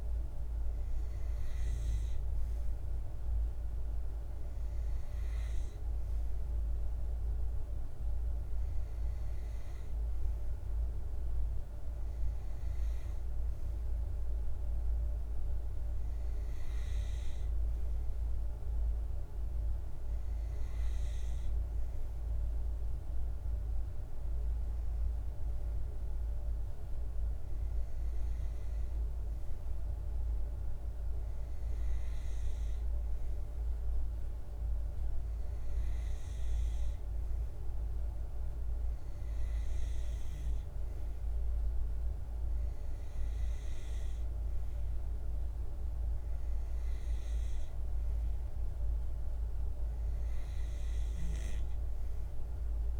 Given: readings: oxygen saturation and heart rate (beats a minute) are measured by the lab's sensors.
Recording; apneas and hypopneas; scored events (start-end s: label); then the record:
breathing in sleep, hard to hear, by a room microphone; none
none scored
From the record:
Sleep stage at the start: N2 (light sleep); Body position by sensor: on the back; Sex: male